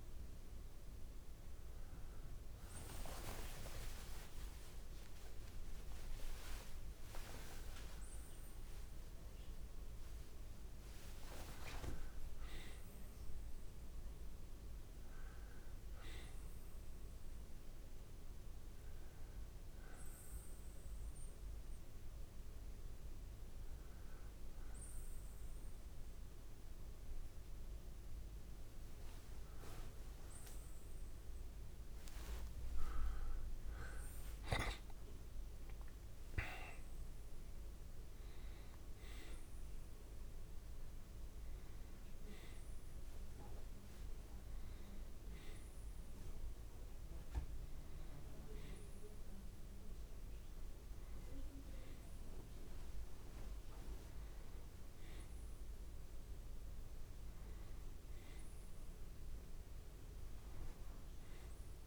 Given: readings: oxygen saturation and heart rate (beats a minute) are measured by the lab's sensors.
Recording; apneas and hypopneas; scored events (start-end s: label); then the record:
a person partly awake in a sleep study, by a room microphone; none
13.00-61.87 s: new sleep stage, N1 (lightest sleep)
17.00-27.00 s: oxygen desaturation (device-marked, oxygen 95% before, 92% lowest, heart rate 96 before, 29 extreme)
From the record:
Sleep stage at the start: awake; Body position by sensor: on the back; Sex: male